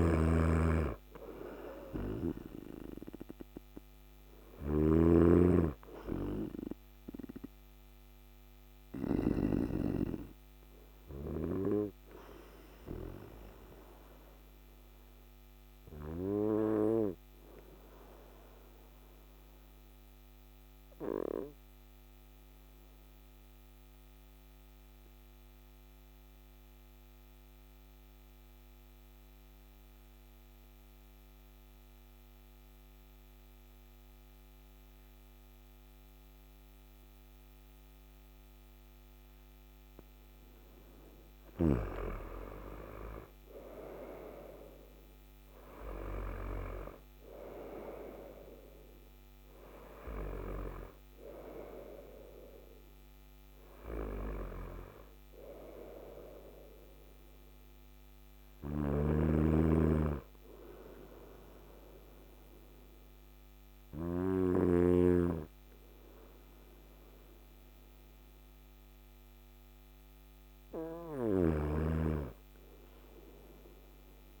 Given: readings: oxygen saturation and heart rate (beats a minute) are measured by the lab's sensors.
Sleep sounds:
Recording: breathing in sleep by a microphone on the trachea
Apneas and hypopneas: 1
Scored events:
0.00-9.00 s: snoring (device-marked)
0.00-20.00 s: oxygen desaturation (device-marked, oxygen 92% lowest, heart rate 55 extreme)
7.00-39.00 s: obstructive apnea (oxygen 98% before, 92% lowest, heart rate 60 before, 55 extreme, up 9 after)
36.00-61.00 s: oxygen desaturation (device-marked, oxygen 99% before, 93% lowest, heart rate 56 before, 56 extreme)
40.50-43.50 s: arousal
58.00-64.00 s: snoring (device-marked)
70.50-74.40 s: snoring (device-marked)
From the record:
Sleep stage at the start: N2 (light sleep)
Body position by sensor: on the right side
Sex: male

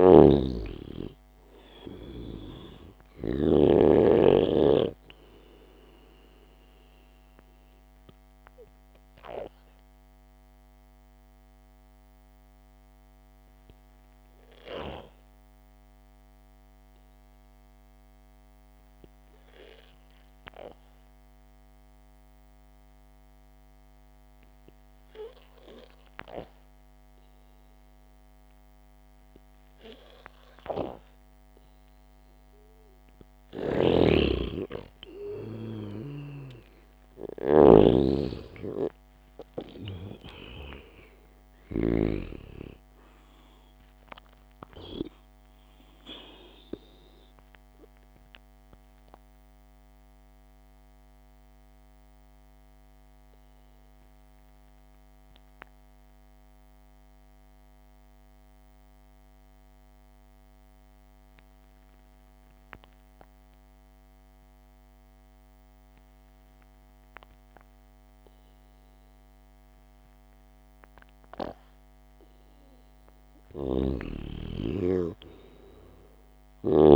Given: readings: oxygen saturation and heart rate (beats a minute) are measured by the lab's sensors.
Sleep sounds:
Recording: breathing in sleep by a microphone on the trachea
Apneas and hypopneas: 2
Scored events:
0.00-1.00 s: arousal
0.00-4.00 s: snoring (device-marked)
9.50-32.00 s: obstructive apnea (oxygen 96% before, 93% lowest, heart rate 56 before, 53 extreme, up 0 after)
34.50-37.50 s: arousal
36.50-42.50 s: snoring (device-marked)
49.50-69.50 s: mixed apnea (oxygen 97% before, 91% lowest, heart rate 59 before, 52 extreme)
73.50-76.96 s: arousal
74.00-76.96 s: snoring (device-marked)
From the record:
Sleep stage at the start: N2 (light sleep)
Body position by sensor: on the back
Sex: male

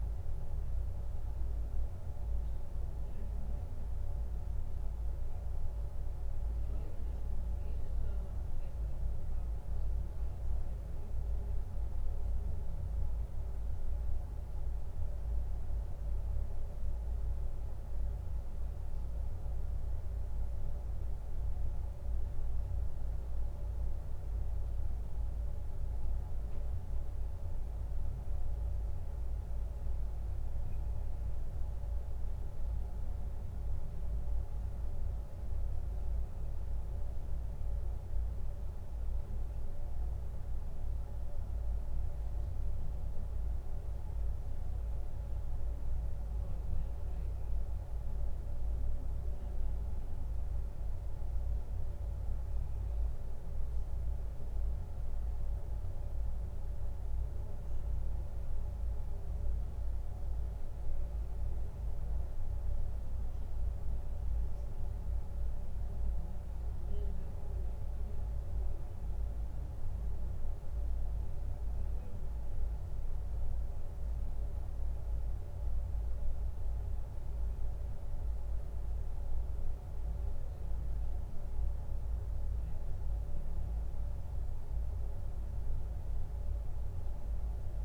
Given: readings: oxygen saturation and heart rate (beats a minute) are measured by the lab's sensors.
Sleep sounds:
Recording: breathing in sleep, hard to hear, by a room microphone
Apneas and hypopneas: none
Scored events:
none scored
From the record:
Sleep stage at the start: N2 (light sleep)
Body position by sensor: on the back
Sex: male

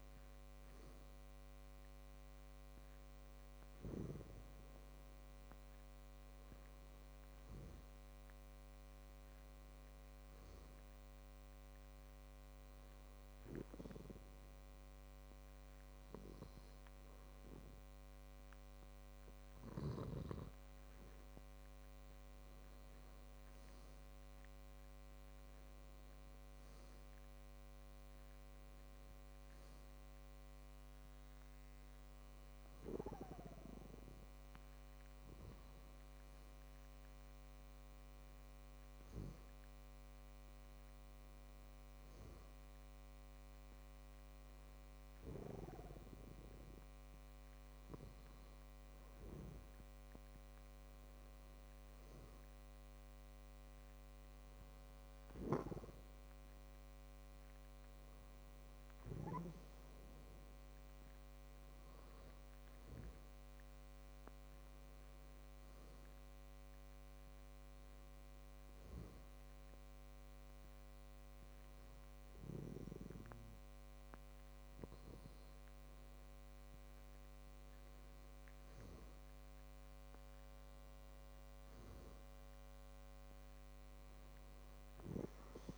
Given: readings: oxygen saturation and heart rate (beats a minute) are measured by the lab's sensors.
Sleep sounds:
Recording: breathing in sleep by a microphone on the trachea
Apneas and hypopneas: 2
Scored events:
13.50-24.00 s: obstructive apnea (oxygen 97% before, 94% lowest, heart rate 66 before, 64 extreme, up 6 after)
26.00-29.50 s: arousal
69.50-79.50 s: obstructive apnea (oxygen 97% before, 95% lowest, heart rate 67 before, 64 extreme, up 5 after)
81.50-85.00 s: arousal
From the record:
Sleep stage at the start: N2 (light sleep)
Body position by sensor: on the back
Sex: male

